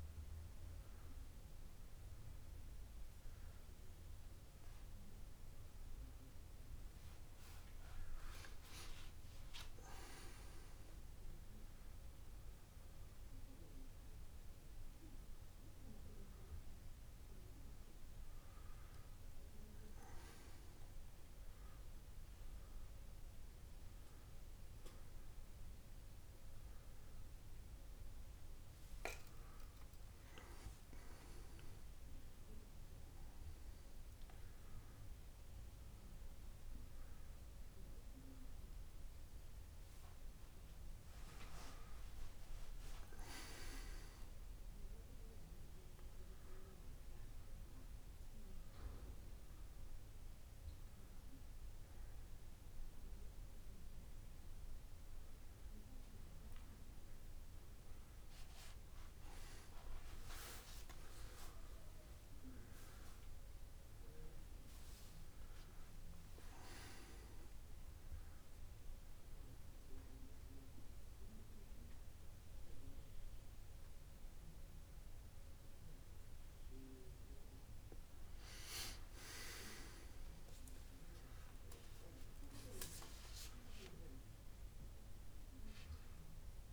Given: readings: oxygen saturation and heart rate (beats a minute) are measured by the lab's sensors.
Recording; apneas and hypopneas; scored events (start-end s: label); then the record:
breathing in sleep by a room microphone; 1
12.50-17.00 s: arousal
13.50-15.50 s: long interval between heartbeats (device-marked)
22.50-24.50 s: long interval between heartbeats (device-marked)
24.50-26.50 s: long interval between heartbeats (device-marked)
37.50-39.50 s: long interval between heartbeats (device-marked)
39.50-41.50 s: long interval between heartbeats (device-marked)
62.50-66.50 s: arousal
69.00-79.00 s: hypopnea (oxygen 98% before, 96% lowest)
80.00-82.00 s: long interval between heartbeats (device-marked)
80.50-84.00 s: arousal
From the record:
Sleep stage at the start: N2 (light sleep); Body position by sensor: on the back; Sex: male